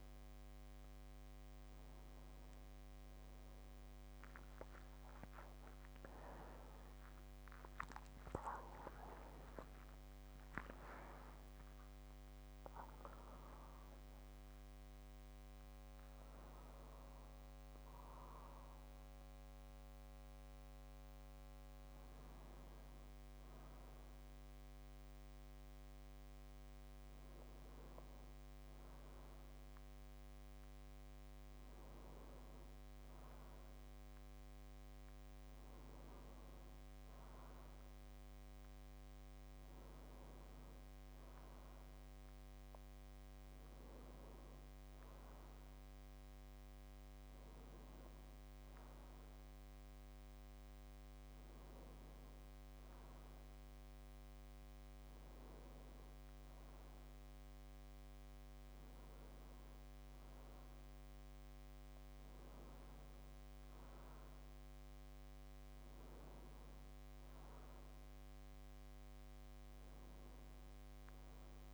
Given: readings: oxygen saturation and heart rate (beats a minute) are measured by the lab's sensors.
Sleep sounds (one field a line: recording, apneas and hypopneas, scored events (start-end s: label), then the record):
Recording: breathing in sleep by a microphone on the trachea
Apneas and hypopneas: none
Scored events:
none scored
From the record:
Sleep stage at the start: N2 (light sleep)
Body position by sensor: on the back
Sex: male